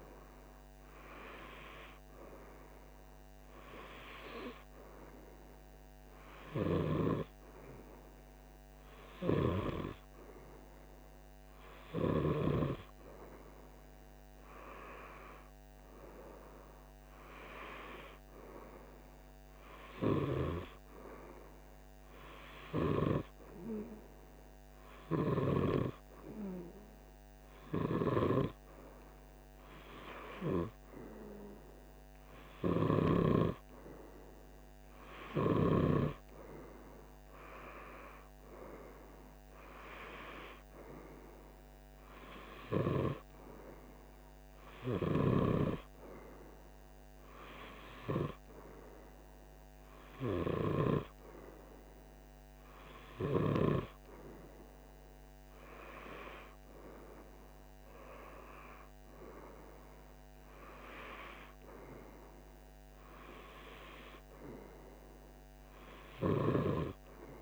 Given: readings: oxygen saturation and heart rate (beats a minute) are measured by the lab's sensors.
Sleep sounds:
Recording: breathing in sleep by a microphone on the trachea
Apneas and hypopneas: none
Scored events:
none scored
From the record:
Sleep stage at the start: N2 (light sleep)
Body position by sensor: on the right side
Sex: male

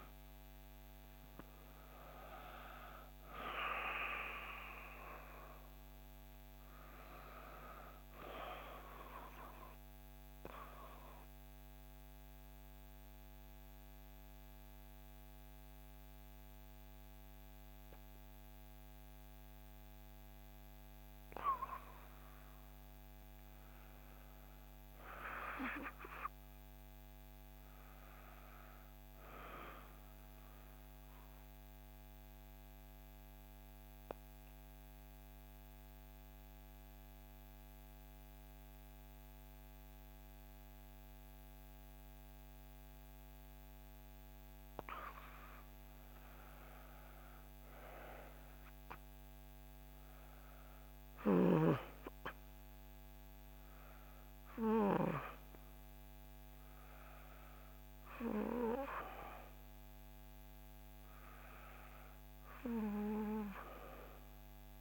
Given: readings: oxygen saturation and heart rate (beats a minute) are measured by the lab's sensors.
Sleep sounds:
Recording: a person partly awake in a sleep study, by a microphone on the trachea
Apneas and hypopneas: 2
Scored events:
4.00-64.81 s: new sleep stage, N1 (lightest sleep)
9.50-22.00 s: central apnea (oxygen 98% before, 93% lowest, heart rate 73 before, 62 extreme, up 4 after)
23.50-26.50 s: arousal
30.50-44.50 s: mixed apnea (oxygen 99% before, 93% lowest, heart rate 64 before, 63 extreme, up 5 after)
46.50-50.50 s: arousal
48.00-64.81 s: oxygen desaturation (device-marked, oxygen 97% before, 93% lowest, heart rate 64 before, 63 extreme)
From the record:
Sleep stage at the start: awake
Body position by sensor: on the back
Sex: female

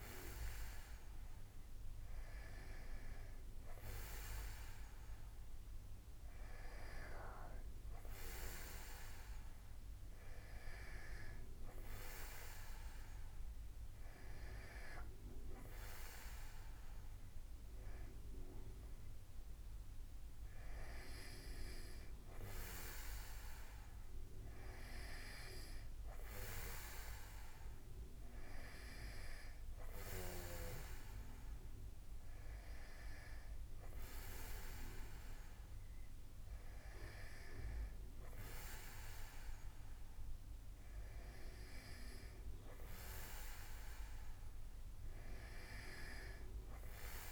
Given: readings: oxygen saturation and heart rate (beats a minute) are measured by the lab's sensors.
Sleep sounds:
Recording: breathing in sleep by a room microphone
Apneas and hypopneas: none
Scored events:
none scored
From the record:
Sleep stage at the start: N2 (light sleep)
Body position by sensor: on the back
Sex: male

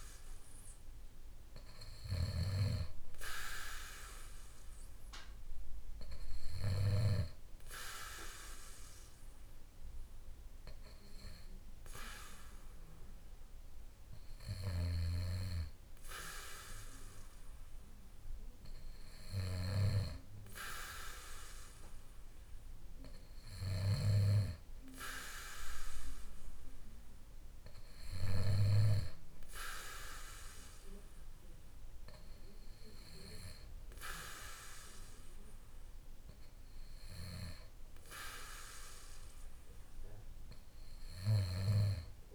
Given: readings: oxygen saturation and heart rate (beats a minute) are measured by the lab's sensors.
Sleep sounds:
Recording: breathing in sleep by a room microphone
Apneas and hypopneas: none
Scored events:
none scored
From the record:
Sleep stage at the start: N2 (light sleep)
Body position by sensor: on the back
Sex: male

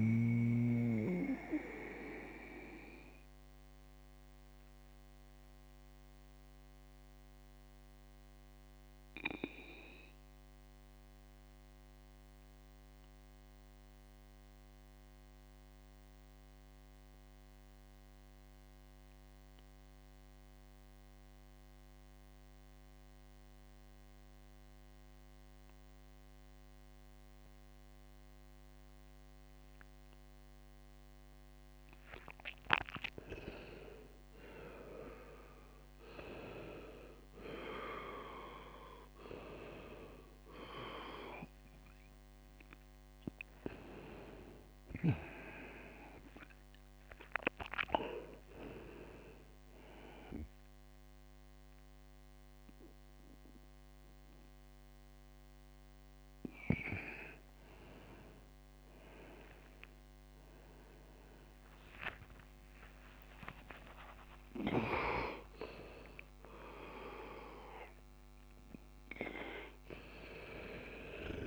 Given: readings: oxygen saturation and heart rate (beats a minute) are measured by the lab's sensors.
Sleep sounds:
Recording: a person awake in a sleep study, by a microphone on the trachea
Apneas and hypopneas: 1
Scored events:
2.50-31.00 s: obstructive apnea (oxygen 99% before, 95% lowest, heart rate 91 before, 62 extreme, up 8 after)
25.50-71.47 s: new sleep stage, awake
39.50-52.50 s: oxygen desaturation (device-marked, oxygen 98% before, 95% lowest, heart rate 77 before, 75 extreme)
From the record:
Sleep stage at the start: N2 (light sleep)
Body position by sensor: on the right side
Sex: male

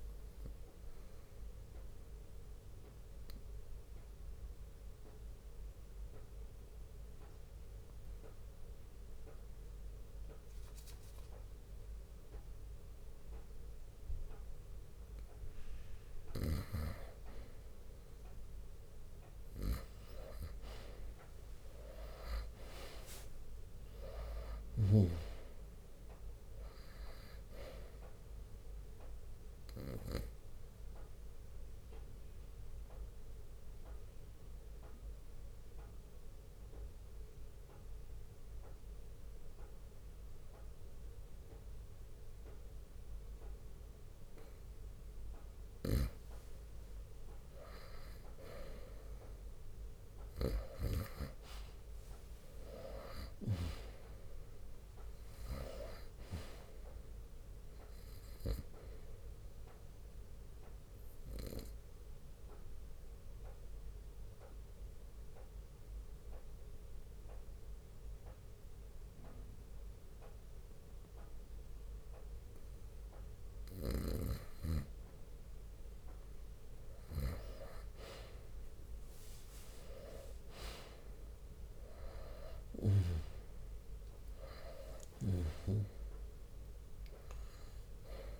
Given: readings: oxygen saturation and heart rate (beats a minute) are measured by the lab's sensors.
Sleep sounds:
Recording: breathing in sleep by a room microphone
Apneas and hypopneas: 3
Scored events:
0.00-6.50 s: drop in pulse transit time (device-marked, heart rate 61 extreme)
0.50-15.50 s: obstructive apnea (oxygen 98% before, 91% lowest, heart rate 59 before, 58 extreme, up 5 after)
5.50-13.50 s: bradycardia (device-marked, heart rate 63 before, 58 extreme)
8.50-18.50 s: oxygen desaturation (device-marked, oxygen 96% before, 93% lowest, heart rate 62 before, 59 extreme)
18.50-22.50 s: arousal
19.50-30.50 s: drop in pulse transit time (device-marked, heart rate 61 before, 61 extreme)
25.50-32.50 s: oxygen desaturation (device-marked, oxygen 97% before, 93% lowest, heart rate 61 before, 59 extreme)
29.50-31.50 s: bradycardia (device-marked, heart rate 63 before, 62 extreme)
30.50-44.50 s: obstructive apnea (oxygen 97% before, 91% lowest, heart rate 62 before, 60 extreme, up 3 after)
37.50-46.50 s: oxygen desaturation (device-marked, oxygen 94% before, 91% lowest, heart rate 63 before, 60 extreme)
47.00-51.00 s: arousal
51.50-67.50 s: drop in pulse transit time (device-marked, heart rate 61 before, 62 extreme)
60.00-73.50 s: obstructive apnea (oxygen 97% before, 91% lowest, heart rate 63 before, 59 extreme, up 4 after)
65.50-79.50 s: oxygen desaturation (device-marked, oxygen 95% before, 91% lowest, heart rate 65 before, 58 extreme)
70.50-73.50 s: bradycardia (device-marked, heart rate 62 before, 60 extreme)
78.00-81.50 s: arousal
81.50-88.40 s: drop in pulse transit time (device-marked, heart rate 62 before, 60 extreme)
From the record:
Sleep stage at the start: N2 (light sleep)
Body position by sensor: on the right side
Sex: male

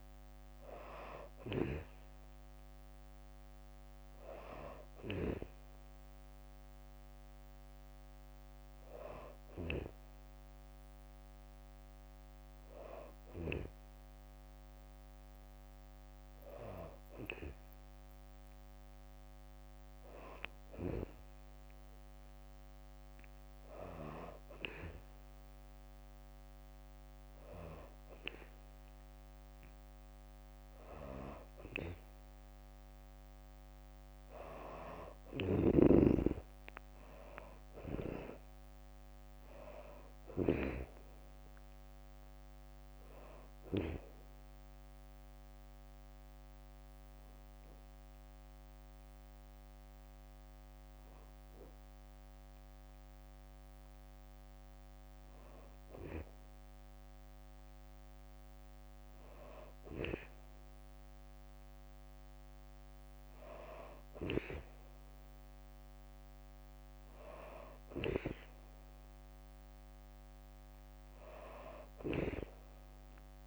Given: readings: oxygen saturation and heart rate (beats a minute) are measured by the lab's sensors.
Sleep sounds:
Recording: breathing in sleep by a microphone on the trachea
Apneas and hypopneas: none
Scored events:
35.50-37.50 s: long interval between heartbeats (device-marked, heart rate 67 before, 78 extreme)
65.00-73.47 s: oxygen desaturation (device-marked, oxygen 96% before, 93% lowest, heart rate 63 before, 63 extreme)
From the record:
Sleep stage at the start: N2 (light sleep)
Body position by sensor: on the back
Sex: female

